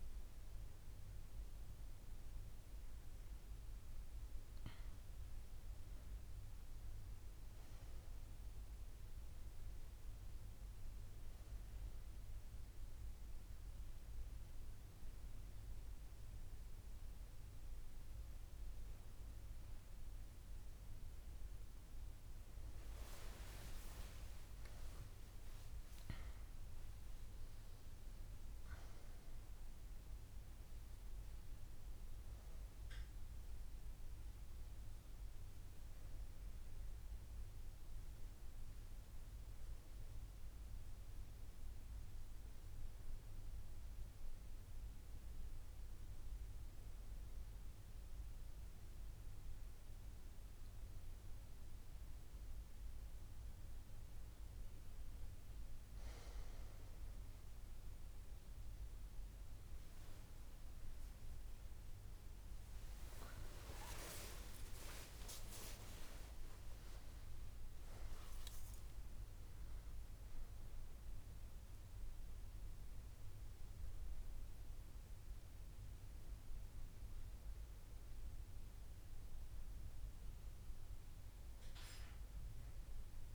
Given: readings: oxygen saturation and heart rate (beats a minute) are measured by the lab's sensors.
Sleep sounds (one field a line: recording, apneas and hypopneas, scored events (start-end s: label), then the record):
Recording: a person partly awake in a sleep study, by a room microphone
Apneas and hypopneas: none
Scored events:
0.00-5.00 s: oxygen desaturation (device-marked, oxygen 93% lowest)
37.00-83.35 s: new sleep stage, N1 (lightest sleep)
64.00-68.00 s: arousal
From the record:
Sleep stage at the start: awake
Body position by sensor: on the right side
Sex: female